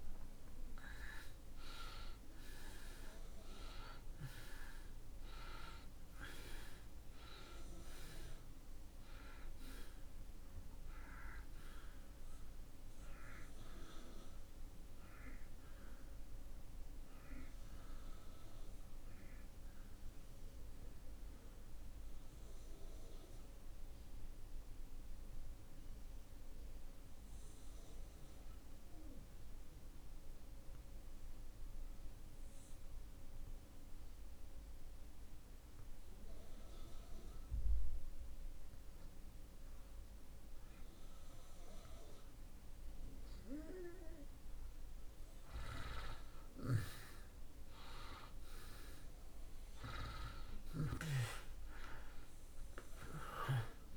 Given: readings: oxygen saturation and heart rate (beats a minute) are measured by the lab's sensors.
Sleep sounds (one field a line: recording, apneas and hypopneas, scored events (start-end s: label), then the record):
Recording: breathing in sleep by a room microphone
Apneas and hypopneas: 1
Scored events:
0.00-4.00 s: arousal
0.00-11.00 s: oxygen desaturation (device-marked, oxygen 93% before, 88% lowest)
13.00-20.00 s: oxygen desaturation (device-marked, oxygen 90% before, 83% lowest)
22.00-31.00 s: oxygen desaturation (device-marked, oxygen 90% before, 82% lowest)
22.00-43.00 s: obstructive apnea (oxygen 93% before, 78% lowest)
45.50-50.00 s: arousal
47.00-53.97 s: oxygen desaturation (device-marked, oxygen 95% before, 78% lowest)
From the record:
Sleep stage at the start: N2 (light sleep)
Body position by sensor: on the back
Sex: male